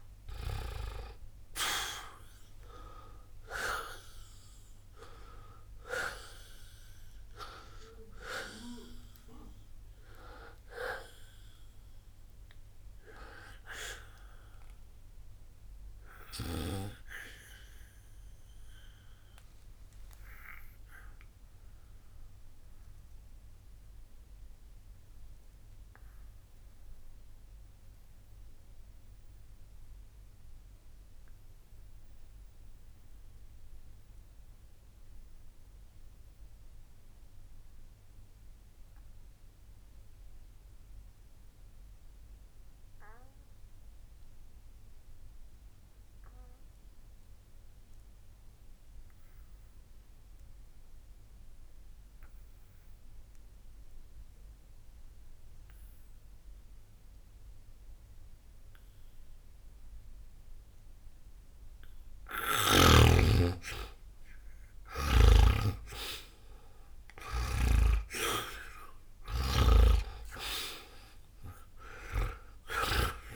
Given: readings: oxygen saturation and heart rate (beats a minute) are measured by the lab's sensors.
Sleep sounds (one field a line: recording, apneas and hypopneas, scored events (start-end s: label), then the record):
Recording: breathing in sleep by a room microphone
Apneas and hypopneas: 1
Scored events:
0.00-18.00 s: oxygen desaturation (device-marked, oxygen 86% lowest, heart rate 60 extreme)
13.50-61.50 s: obstructive apnea (oxygen 96% before, 76% lowest, heart rate 60 before, 60 extreme, up 0 after)
23.00-38.00 s: oxygen desaturation (device-marked, oxygen 88% before, 76% lowest, heart rate 60 before, 60 extreme)
58.00-73.36 s: oxygen desaturation (device-marked, oxygen 99% before, 76% lowest, heart rate 60 before, 60 extreme)
From the record:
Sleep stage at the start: N2 (light sleep)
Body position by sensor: on the back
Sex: male